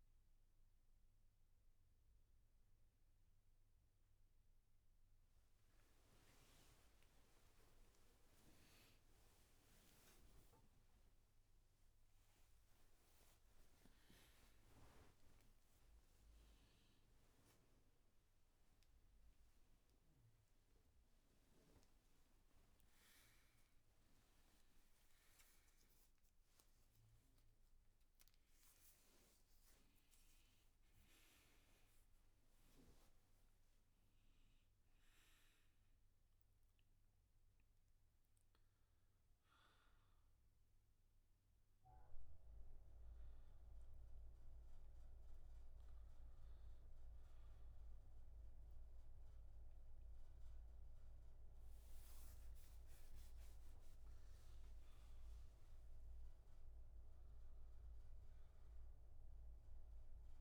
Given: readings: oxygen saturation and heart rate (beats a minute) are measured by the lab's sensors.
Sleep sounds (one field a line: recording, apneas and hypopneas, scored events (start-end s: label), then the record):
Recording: a person awake in a sleep study, hard to hear, by a room microphone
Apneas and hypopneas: none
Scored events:
49.50-60.41 s: new sleep stage, N1 (lightest sleep)
From the record:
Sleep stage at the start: awake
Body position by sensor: on the right side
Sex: male